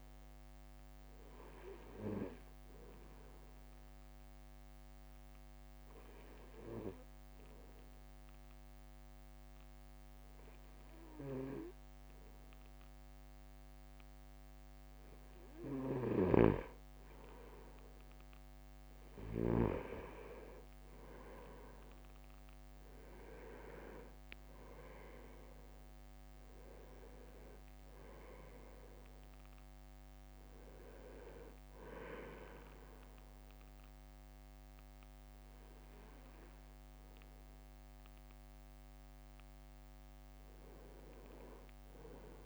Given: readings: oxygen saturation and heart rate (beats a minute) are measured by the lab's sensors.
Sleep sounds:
breathing in sleep by a microphone on the trachea; 1
4.00-15.00 s: obstructive apnea (oxygen 98% before, 96% lowest, heart rate 56 before, 54 extreme, up 4 after)
16.00-20.00 s: snoring (device-marked)
17.50-20.50 s: arousal
22.00-27.00 s: leg movement (device-marked)
22.50-35.50 s: drop in pulse transit time (device-marked, heart rate 55 before, 56 extreme)
From the record:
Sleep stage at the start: N2 (light sleep); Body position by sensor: on the right side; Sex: male

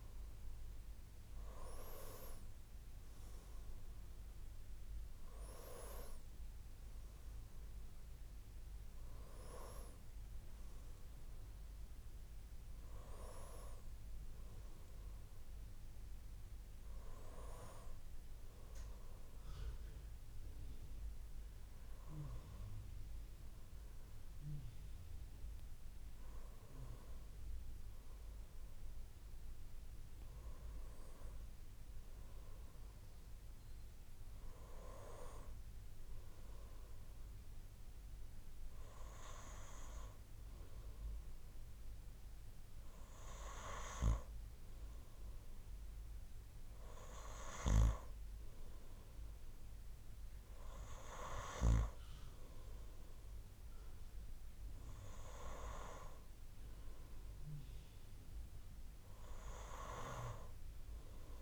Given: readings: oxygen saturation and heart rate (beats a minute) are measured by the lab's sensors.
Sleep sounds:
breathing in sleep by a room microphone; none
27.50-61.42 s: new sleep stage, N2 (light sleep)
From the record:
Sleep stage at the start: N1 (lightest sleep); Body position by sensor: on the right side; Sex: male

